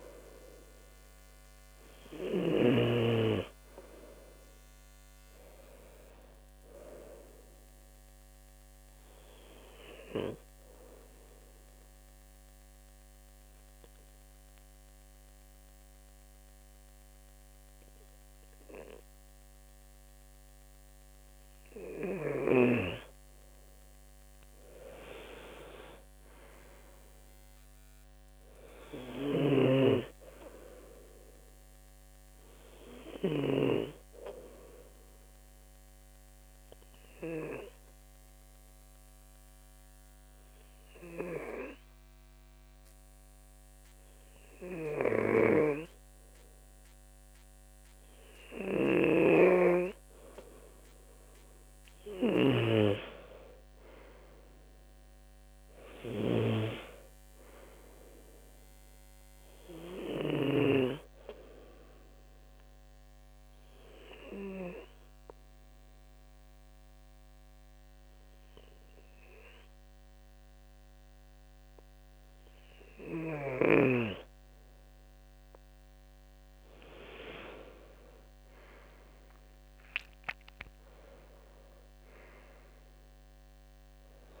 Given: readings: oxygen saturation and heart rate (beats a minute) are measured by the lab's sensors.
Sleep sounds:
breathing in sleep by a microphone on the trachea; 3
0.00-2.50 s: snoring (device-marked)
0.00-6.00 s: oxygen desaturation (device-marked, oxygen 90% lowest, heart rate 67 extreme)
2.50-6.50 s: arousal
10.50-22.00 s: obstructive apnea (oxygen 96% before, 92% lowest, heart rate 74 before, 67 extreme, up 9 after)
25.00-29.50 s: arousal
35.00-46.00 s: obstructive apnea (oxygen 96% before, 92% lowest, heart rate 71 before, 65 extreme, up 0 after)
46.00-55.00 s: oxygen desaturation (device-marked, oxygen 95% before, 92% lowest, heart rate 71 before, 65 extreme)
48.00-51.50 s: arousal
48.50-60.50 s: snoring (device-marked)
61.50-73.50 s: obstructive apnea (oxygen 96% before, 92% lowest, heart rate 70 before, 66 extreme, up 15 after)
77.00-81.00 s: arousal
From the record:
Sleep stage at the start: N2 (light sleep); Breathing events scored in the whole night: 277 in 3.8 hours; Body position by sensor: on the left side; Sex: male

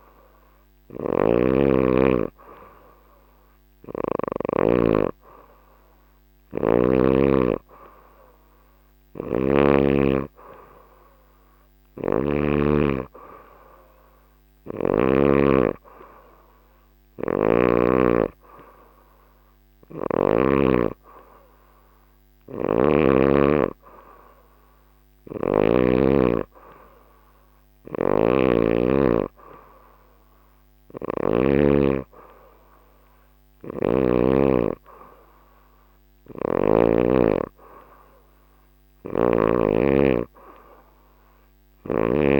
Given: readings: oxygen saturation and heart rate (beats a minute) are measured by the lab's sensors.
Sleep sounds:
breathing in sleep by a microphone on the trachea; none
0.50-4.00 s: snoring (device-marked)
8.50-12.00 s: snoring (device-marked)
16.50-20.00 s: snoring (device-marked)
22.00-25.50 s: snoring (device-marked)
27.50-31.00 s: snoring (device-marked)
33.00-36.50 s: snoring (device-marked)
41.00-42.39 s: snoring (device-marked)
From the record:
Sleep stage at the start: N3 (deep sleep); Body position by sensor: on the back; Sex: female

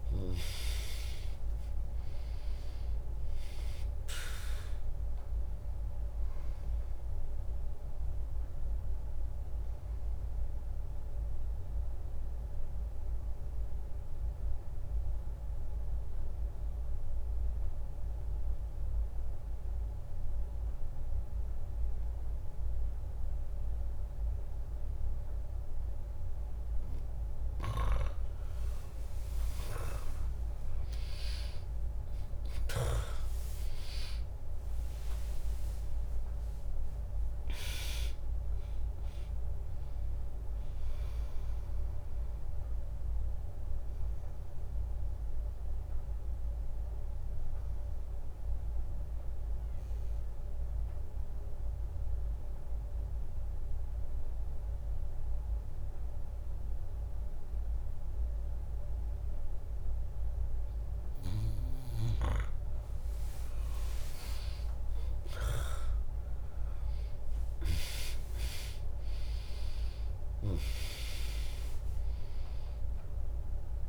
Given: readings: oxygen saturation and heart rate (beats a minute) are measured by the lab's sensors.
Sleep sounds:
breathing in sleep by a room microphone; 2
0.00-11.00 s: drop in pulse transit time (device-marked, heart rate 63 extreme)
0.00-21.00 s: oxygen desaturation (device-marked, oxygen 95% lowest, heart rate 57 extreme)
7.50-28.50 s: obstructive apnea (oxygen 100% before, 95% lowest, heart rate 67 before, 57 extreme, up 12 after)
23.00-26.00 s: bradycardia (device-marked, heart rate 70 before, 60 extreme)
32.50-37.00 s: arousal
33.00-45.00 s: drop in pulse transit time (device-marked, heart rate 69 before, 62 extreme)
34.00-59.00 s: oxygen desaturation (device-marked, oxygen 100% before, 96% lowest, heart rate 68 before, 61 extreme)
43.00-62.00 s: obstructive apnea (oxygen 100% before, 96% lowest, heart rate 67 before, 63 extreme, up 0 after)
63.00-68.50 s: arousal
66.00-73.88 s: drop in pulse transit time (device-marked, heart rate 64 before, 63 extreme)
From the record:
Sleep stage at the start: N2 (light sleep); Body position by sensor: on the back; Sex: female

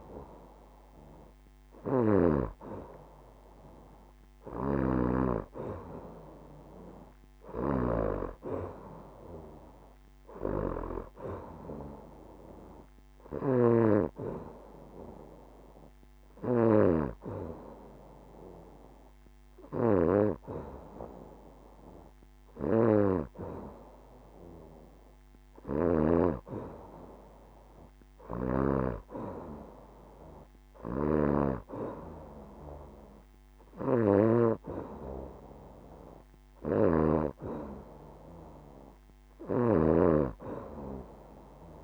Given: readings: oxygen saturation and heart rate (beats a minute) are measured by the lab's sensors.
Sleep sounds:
breathing in sleep by a microphone on the trachea; none
0.00-4.00 s: oxygen desaturation (device-marked, oxygen 90% lowest, heart rate 69 extreme)
From the record:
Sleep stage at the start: N2 (light sleep); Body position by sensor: on the back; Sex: female

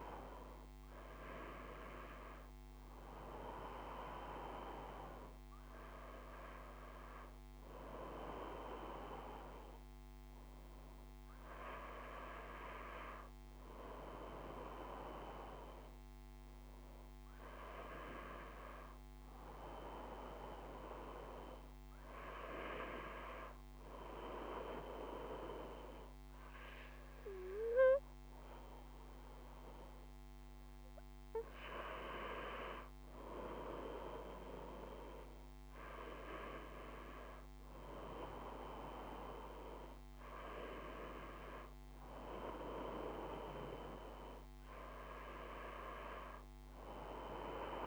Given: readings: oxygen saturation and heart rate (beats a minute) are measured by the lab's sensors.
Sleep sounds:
breathing in sleep by a microphone on the trachea; none
none scored
From the record:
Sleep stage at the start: N1 (lightest sleep); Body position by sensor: on the back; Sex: male

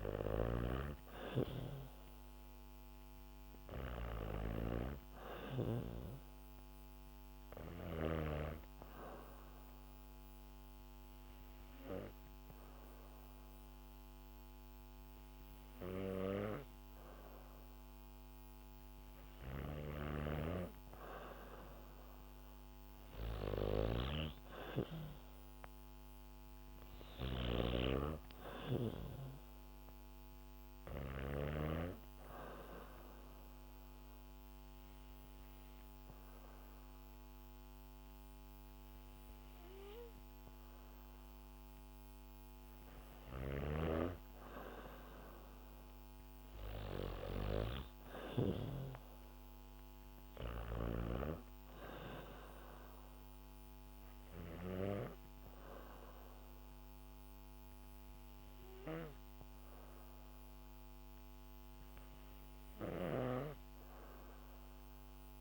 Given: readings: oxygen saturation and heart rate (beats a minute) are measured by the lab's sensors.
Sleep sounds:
breathing in sleep by a microphone on the trachea; 2
0.00-7.50 s: snoring (device-marked)
7.50-18.00 s: hypopnea (oxygen 98% before, 94% lowest, heart rate 65 before, 64 extreme, up 5 after)
20.50-24.50 s: arousal
23.00-31.00 s: snoring (device-marked)
25.00-44.00 s: oxygen desaturation (device-marked, oxygen 97% before, 94% lowest, heart rate 66 before, 65 extreme)
31.00-42.50 s: hypopnea (oxygen 97% before, 94% lowest, heart rate 67 before, 65 extreme, up 4 after)
42.50-48.00 s: snoring (device-marked)
45.50-50.00 s: arousal
62.00-65.41 s: snoring (device-marked)
From the record:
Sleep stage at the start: N2 (light sleep); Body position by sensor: on the back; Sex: female

